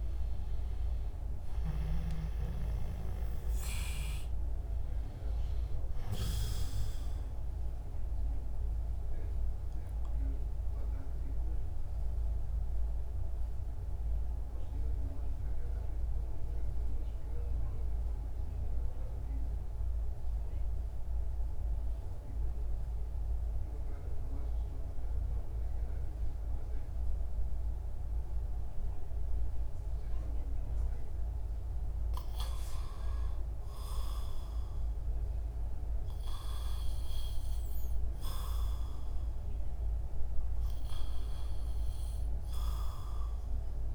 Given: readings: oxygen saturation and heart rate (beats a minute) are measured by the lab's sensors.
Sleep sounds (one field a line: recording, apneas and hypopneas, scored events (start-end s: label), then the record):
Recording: breathing in sleep by a room microphone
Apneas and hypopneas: 1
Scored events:
0.00-20.50 s: oxygen desaturation (device-marked, oxygen 90% lowest)
9.50-30.50 s: obstructive apnea (oxygen 98% before, 90% lowest)
31.50-37.00 s: arousal
41.50-43.95 s: oxygen desaturation (device-marked, oxygen 98% before, 92% lowest, heart rate 38 before, 64 extreme)
From the record:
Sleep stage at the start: REM sleep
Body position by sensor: on the back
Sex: male